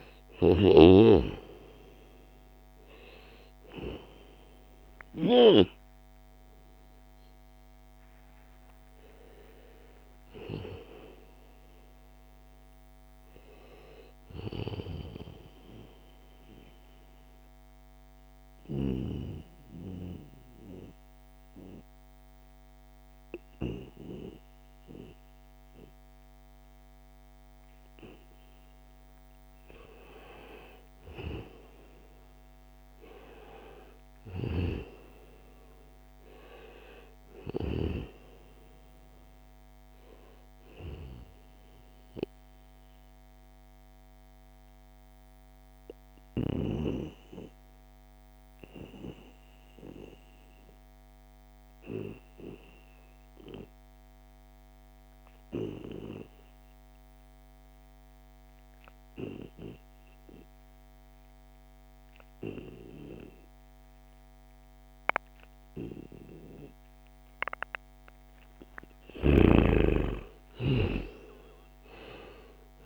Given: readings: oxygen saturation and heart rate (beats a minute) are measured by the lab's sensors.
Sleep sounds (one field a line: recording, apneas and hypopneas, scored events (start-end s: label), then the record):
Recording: breathing in sleep by a microphone on the trachea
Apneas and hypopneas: 2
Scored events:
0.00-13.50 s: oxygen desaturation (device-marked, oxygen 90% lowest, heart rate 70 extreme)
4.50-9.00 s: arousal
16.00-28.50 s: obstructive apnea (oxygen 95% before, 86% lowest, heart rate 79 before, 70 extreme, up 1 after)
30.50-34.50 s: arousal
37.50-47.50 s: oxygen desaturation (device-marked, oxygen 94% before, 91% lowest, heart rate 71 before, 68 extreme)
42.00-67.00 s: obstructive apnea (oxygen 95% before, 86% lowest, heart rate 71 before, 68 extreme, up 6 after)
63.50-72.86 s: oxygen desaturation (device-marked, oxygen 95% before, 86% lowest, heart rate 71 before, 63 extreme)
68.50-72.86 s: arousal
From the record:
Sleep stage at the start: N2 (light sleep)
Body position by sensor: on the back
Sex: male